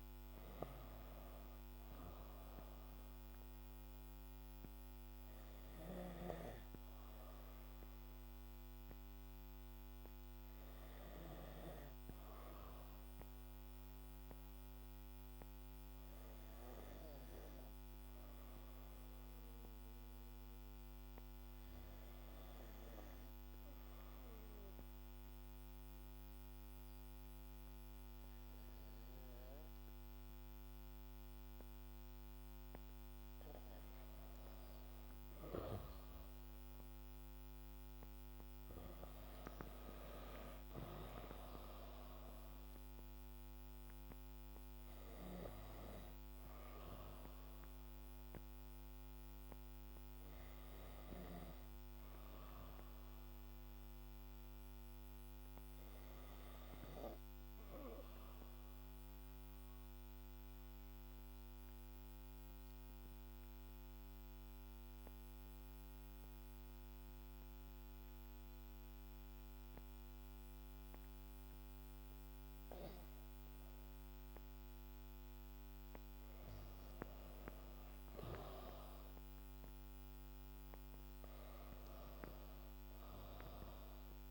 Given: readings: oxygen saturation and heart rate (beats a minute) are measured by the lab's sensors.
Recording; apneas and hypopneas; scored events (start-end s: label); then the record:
breathing in sleep by a microphone on the trachea; 2
0.00-18.00 s: oxygen desaturation (device-marked, oxygen 91% lowest, heart rate 53 extreme)
14.00-31.50 s: hypopnea (oxygen 96% before, 91% lowest, heart rate 60 before, 53 extreme, up 4 after)
34.50-39.00 s: arousal
36.00-61.00 s: oxygen desaturation (device-marked, oxygen 98% before, 92% lowest, heart rate 56 before, 51 extreme)
59.00-74.50 s: obstructive apnea (oxygen 98% before, 91% lowest, heart rate 56 before, 51 extreme, up 9 after)
75.00-84.31 s: oxygen desaturation (device-marked, oxygen 99% before, 91% lowest, heart rate 53 before, 55 extreme)
83.00-84.31 s: arousal
From the record:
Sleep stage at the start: N2 (light sleep); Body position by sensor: on the back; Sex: female